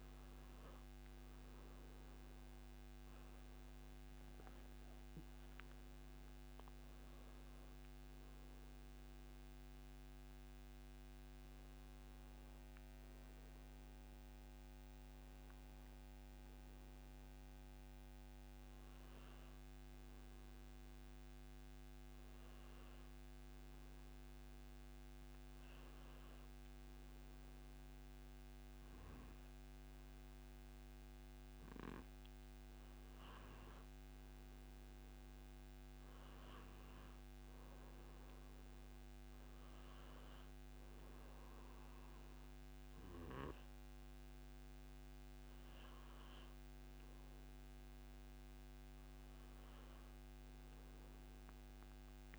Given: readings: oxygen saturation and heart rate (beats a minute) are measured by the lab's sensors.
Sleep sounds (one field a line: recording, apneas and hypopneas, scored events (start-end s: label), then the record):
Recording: breathing in sleep, hard to hear, by a microphone on the trachea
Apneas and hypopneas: none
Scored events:
1.00-52.38 s: new sleep stage, N1 (lightest sleep)
5.00-12.00 s: oxygen desaturation (device-marked, oxygen 95% before, 91% lowest)
From the record:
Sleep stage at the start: N2 (light sleep)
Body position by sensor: on the back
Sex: male